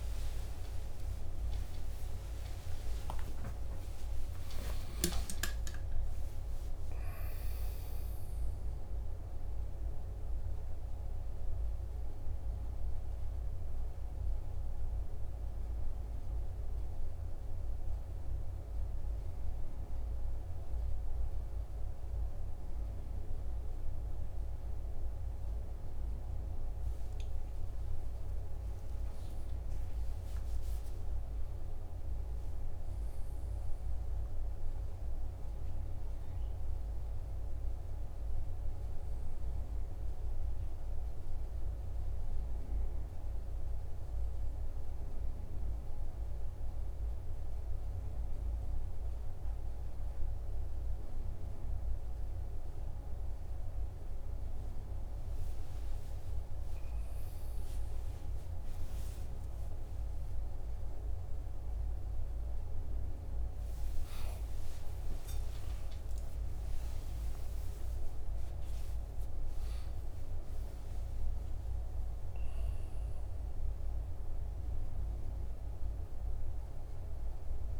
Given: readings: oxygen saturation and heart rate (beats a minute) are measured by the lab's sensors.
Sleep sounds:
a person awake in a sleep study, hard to hear, by a room microphone; none
0.00-2.50 s: tachycardia (device-marked, heart rate 110 extreme)
From the record:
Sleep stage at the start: awake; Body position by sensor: on the right side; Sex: male

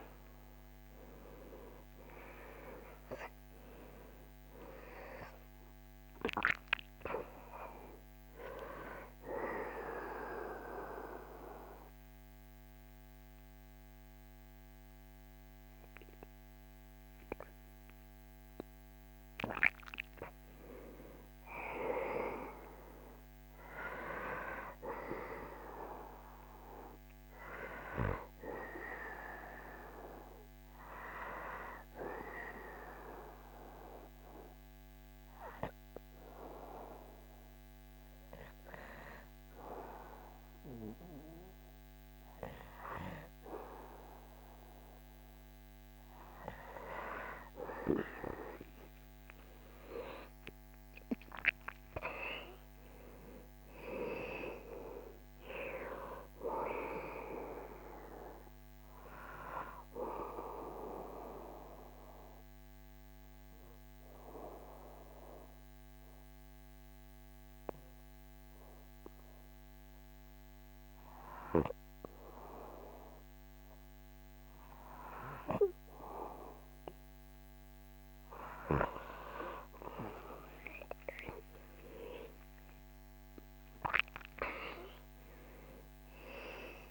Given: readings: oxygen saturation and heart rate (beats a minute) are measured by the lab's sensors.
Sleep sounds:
breathing in sleep by a microphone on the trachea; 3
1.50-22.50 s: oxygen desaturation (device-marked, oxygen 99% before, 96% lowest, heart rate 82 before, 76 extreme)
9.00-20.00 s: obstructive apnea (oxygen 99% before, 95% lowest, heart rate 84 before, 76 extreme, up 8 after)
22.50-26.50 s: arousal
33.00-45.50 s: hypopnea (oxygen 99% before, 95% lowest, heart rate 79 before, 73 extreme, up 7 after)
41.50-86.91 s: new sleep stage, N2 (light sleep)
48.50-53.50 s: arousal
53.50-65.50 s: oxygen desaturation (device-marked, oxygen 98% before, 95% lowest, heart rate 77 before, 73 extreme)
61.50-76.00 s: obstructive apnea (oxygen 98% before, 95% lowest, heart rate 79 before, 68 extreme, up 3 after)
79.50-84.50 s: arousal
From the record:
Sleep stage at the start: N1 (lightest sleep); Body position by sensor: on the back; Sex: male

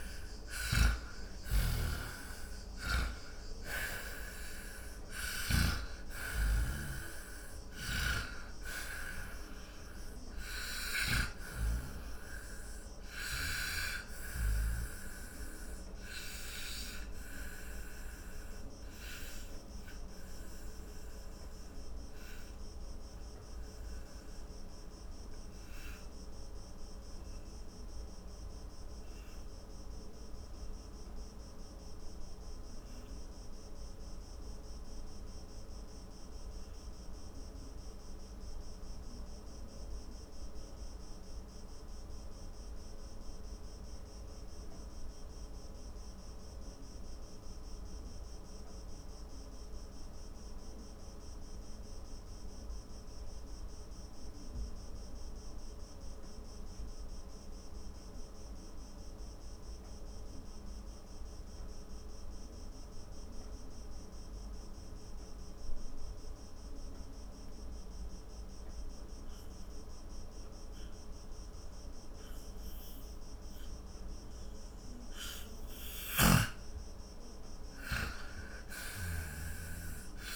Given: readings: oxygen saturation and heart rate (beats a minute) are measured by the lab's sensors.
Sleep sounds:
breathing in sleep by a room microphone; 1
0.00-11.50 s: snoring (device-marked)
0.00-41.50 s: oxygen desaturation (device-marked, oxygen 88% lowest, heart rate 39 extreme)
15.00-73.50 s: obstructive apnea (oxygen 97% before, 83% lowest, heart rate 63 before, 39 extreme, up 9 after)
67.50-80.36 s: oxygen desaturation (device-marked, oxygen 98% before, 83% lowest, heart rate 49 before, 44 extreme)
76.00-80.36 s: snoring (device-marked)
78.00-80.36 s: arousal
From the record:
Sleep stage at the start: N2 (light sleep); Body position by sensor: on the back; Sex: male

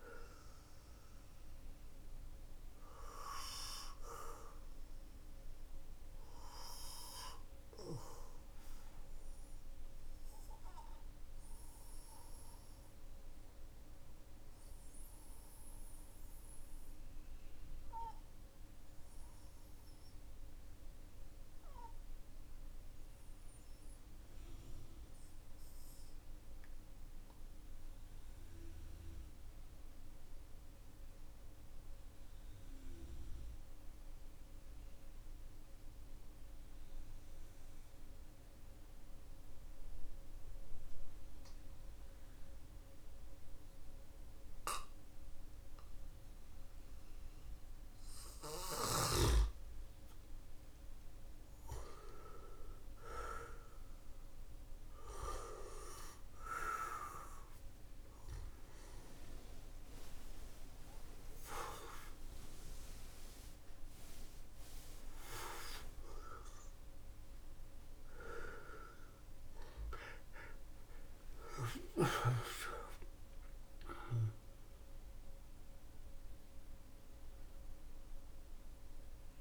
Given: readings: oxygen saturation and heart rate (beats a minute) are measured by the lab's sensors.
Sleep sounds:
breathing in sleep by a room microphone; 1
3.00-46.50 s: obstructive apnea (oxygen 99% before, 91% lowest, heart rate 58 before, 45 extreme, up 10 after)
5.50-30.50 s: oxygen desaturation (device-marked, oxygen 97% before, 94% lowest, heart rate 56 before, 45 extreme)
46.50-58.50 s: oxygen desaturation (device-marked, oxygen 99% before, 96% lowest, heart rate 52 before, 53 extreme)
48.50-53.50 s: arousal
75.50-79.41 s: oxygen desaturation (device-marked, oxygen 95% before, 91% lowest, heart rate 61 before, 44 extreme)
From the record:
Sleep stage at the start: N2 (light sleep); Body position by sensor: on the back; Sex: male

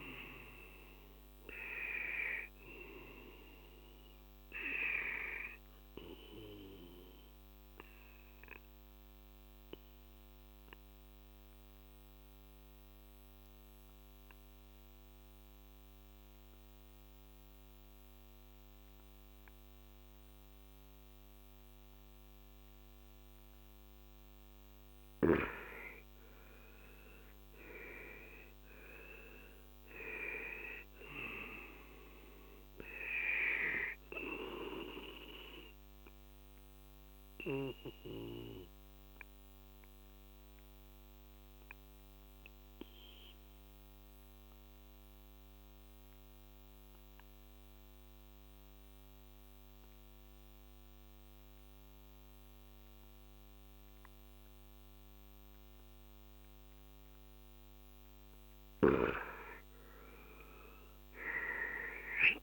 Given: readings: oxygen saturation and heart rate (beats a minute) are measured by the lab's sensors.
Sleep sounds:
breathing in sleep by a microphone on the trachea; 2
6.50-23.50 s: obstructive apnea (oxygen 96% before, 92% lowest, heart rate 53 before, 41 extreme, up 14 after)
25.50-30.50 s: arousal
32.00-49.00 s: oxygen desaturation (device-marked, oxygen 96% before, 92% lowest, heart rate 50 before, 41 extreme)
38.00-57.00 s: obstructive apnea (oxygen 97% before, 92% lowest, heart rate 53 before, 41 extreme, up 16 after)
58.50-62.00 s: arousal
61.00-62.43 s: oxygen desaturation (device-marked, oxygen 97% before, 92% lowest, heart rate 45 before, 41 extreme)
From the record:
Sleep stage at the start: N2 (light sleep); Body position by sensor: on the left side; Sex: male

